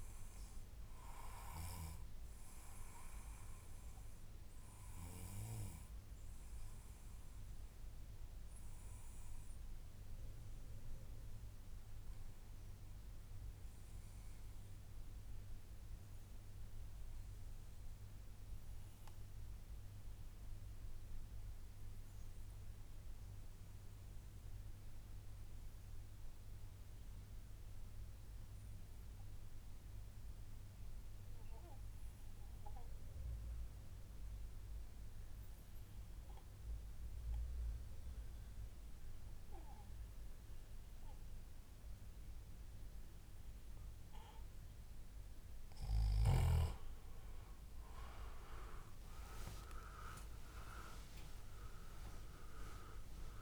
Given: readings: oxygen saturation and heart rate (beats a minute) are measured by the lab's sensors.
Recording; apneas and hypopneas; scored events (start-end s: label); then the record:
breathing in sleep by a room microphone; 1
0.00-21.00 s: oxygen desaturation (device-marked, oxygen 91% lowest, heart rate 94 extreme)
14.50-16.50 s: long interval between heartbeats (device-marked, heart rate 114 before, 116 extreme)
16.00-43.50 s: mixed apnea (oxygen 96% before, 89% lowest, heart rate 114 before, 94 extreme, up 24 after)
28.50-30.50 s: long interval between heartbeats (device-marked, heart rate 108 before, 94 extreme)
34.00-36.00 s: long interval between heartbeats (device-marked, heart rate 105 before, 109 extreme)
38.00-40.00 s: long interval between heartbeats (device-marked, heart rate 103 before, 98 extreme)
43.00-53.00 s: oxygen desaturation (device-marked, oxygen 97% before, 93% lowest, heart rate 102 before, 107 extreme)
45.50-49.00 s: arousal
From the record:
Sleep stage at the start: REM sleep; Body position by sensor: on the back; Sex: male